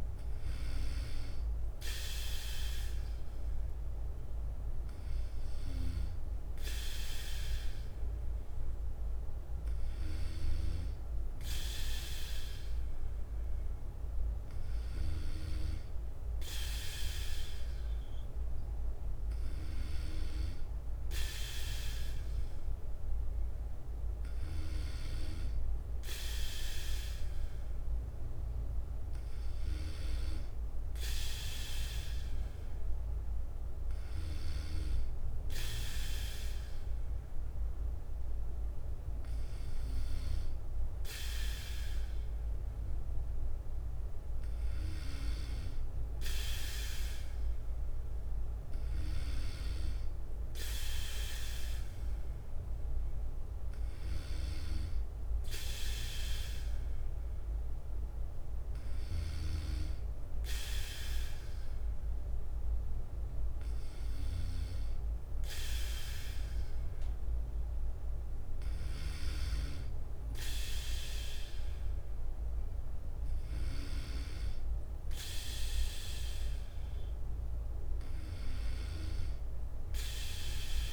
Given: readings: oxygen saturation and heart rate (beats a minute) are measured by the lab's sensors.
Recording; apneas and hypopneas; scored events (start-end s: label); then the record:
breathing in sleep by a room microphone; none
4.00-7.00 s: bradycardia (device-marked, heart rate 58 before, 60 extreme)
23.00-27.00 s: bradycardia (device-marked, heart rate 58 before, 59 extreme)
28.00-31.00 s: bradycardia (device-marked, heart rate 58 before, 59 extreme)
34.00-46.00 s: bradycardia (device-marked, heart rate 58 before, 56 extreme)
48.00-61.00 s: bradycardia (device-marked, heart rate 58 before, 56 extreme)
67.00-80.93 s: bradycardia (device-marked, heart rate 58 before, 55 extreme)
From the record:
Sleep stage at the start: N2 (light sleep); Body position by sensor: on the back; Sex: male